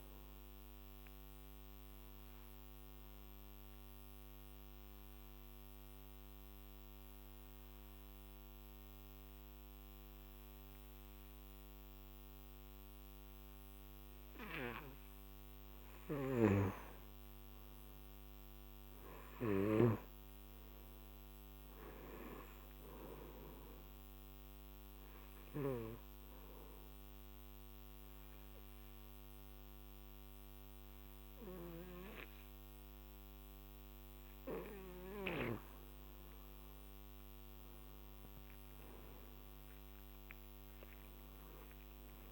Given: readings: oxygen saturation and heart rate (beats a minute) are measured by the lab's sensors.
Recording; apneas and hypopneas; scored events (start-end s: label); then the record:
breathing in sleep by a microphone on the trachea; 2
0.00-15.50 s: oxygen desaturation (device-marked, oxygen 89% lowest, heart rate 46 extreme)
1.00-16.00 s: obstructive apnea (oxygen 97% before, 89% lowest, heart rate 62 before, 48 extreme, up 14 after)
17.50-20.50 s: arousal
22.50-40.50 s: oxygen desaturation (device-marked, oxygen 98% before, 89% lowest, heart rate 55 before, 48 extreme)
24.00-35.50 s: obstructive apnea (oxygen 98% before, 89% lowest, heart rate 56 before, 48 extreme, up 26 after)
From the record:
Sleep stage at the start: N2 (light sleep); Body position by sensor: on the back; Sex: male